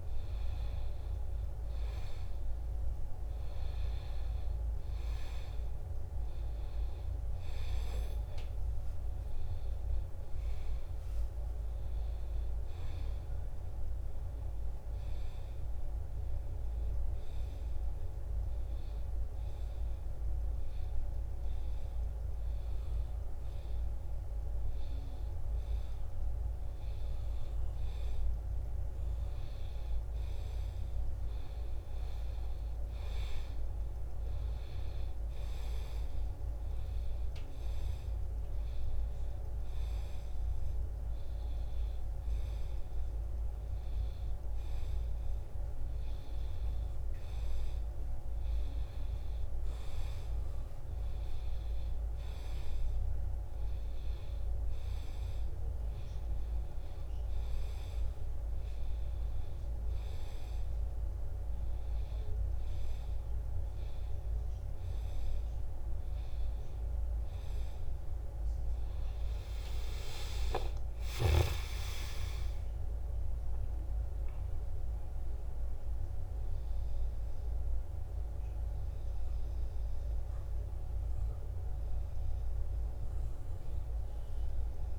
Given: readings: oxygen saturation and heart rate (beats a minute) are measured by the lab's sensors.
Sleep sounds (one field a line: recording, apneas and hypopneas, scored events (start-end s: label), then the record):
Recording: breathing in sleep, hard to hear, by a room microphone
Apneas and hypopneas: none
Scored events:
70.50-74.00 s: arousal
From the record:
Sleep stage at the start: N2 (light sleep)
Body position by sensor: on the back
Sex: male